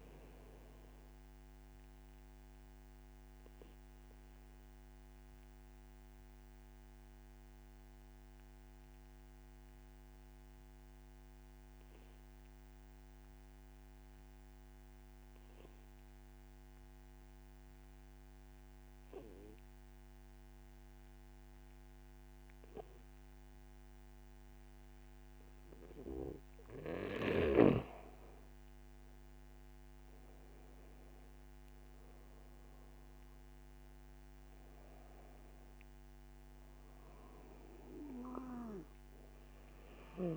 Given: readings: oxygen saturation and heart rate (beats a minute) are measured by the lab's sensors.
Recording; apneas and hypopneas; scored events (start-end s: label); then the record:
breathing in sleep by a microphone on the trachea; 1
0.00-10.50 s: oxygen desaturation (device-marked, oxygen 88% lowest)
0.50-25.00 s: obstructive apnea (oxygen 95% before, 86% lowest)
22.50-40.36 s: oxygen desaturation (device-marked, oxygen 97% before, 86% lowest)
29.50-33.50 s: arousal
From the record:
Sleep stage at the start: N2 (light sleep); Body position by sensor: on the back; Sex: male